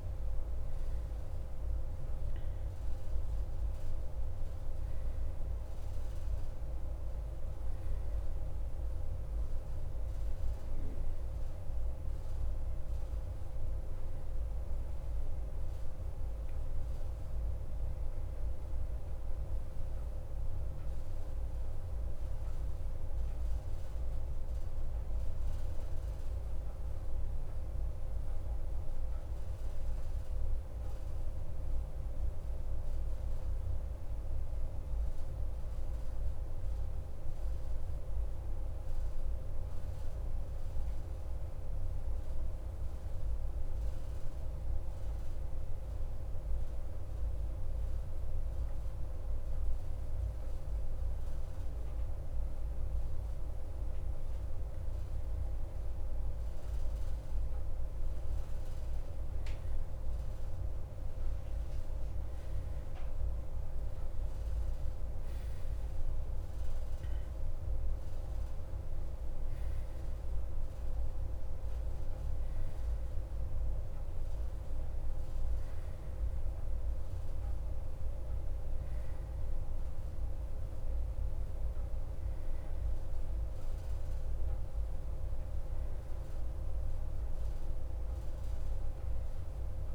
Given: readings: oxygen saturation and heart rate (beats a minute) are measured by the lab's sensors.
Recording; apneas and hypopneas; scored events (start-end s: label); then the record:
breathing in sleep, hard to hear, by a room microphone; 1
10.50-37.50 s: oxygen desaturation (device-marked, oxygen 95% before, 89% lowest, heart rate 57 before, 54 extreme)
27.00-52.50 s: central apnea (oxygen 96% before, 88% lowest, heart rate 57 before, 54 extreme, up 3 after)
55.00-59.00 s: arousal
59.50-70.50 s: oxygen desaturation (device-marked, oxygen 96% before, 92% lowest, heart rate 54 before, 55 extreme)
79.50-89.95 s: oxygen desaturation (device-marked, oxygen 94% before, 88% lowest, heart rate 58 before, 53 extreme)
88.00-89.95 s: arousal
From the record:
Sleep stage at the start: N2 (light sleep); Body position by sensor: on the right side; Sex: male